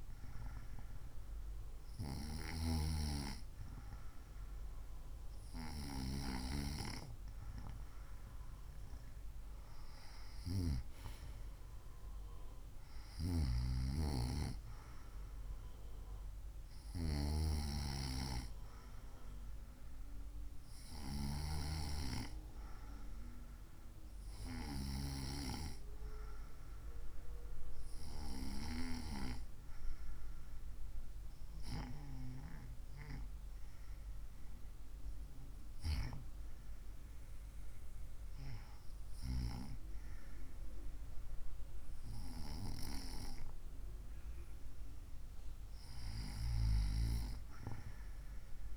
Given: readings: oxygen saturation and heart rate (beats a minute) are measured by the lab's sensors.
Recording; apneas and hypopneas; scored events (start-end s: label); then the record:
breathing in sleep by a room microphone; 1
24.00-36.00 s: hypopnea (oxygen 95% before, 94% lowest, heart rate 67 before, 58 extreme, up 10 after)
38.00-42.00 s: arousal
From the record:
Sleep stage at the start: N2 (light sleep); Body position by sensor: on the right side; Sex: female